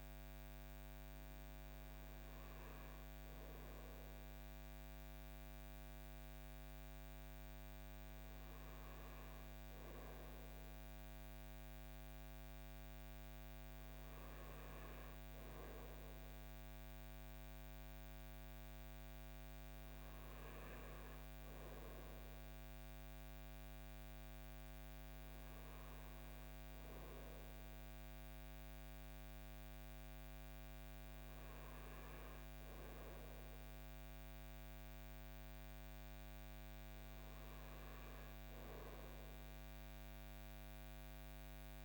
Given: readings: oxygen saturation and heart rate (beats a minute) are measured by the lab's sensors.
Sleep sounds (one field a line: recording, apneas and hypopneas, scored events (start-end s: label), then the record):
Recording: breathing in sleep, hard to hear, by a microphone on the trachea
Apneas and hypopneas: none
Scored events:
none scored
From the record:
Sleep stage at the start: N2 (light sleep)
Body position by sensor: on the front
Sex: male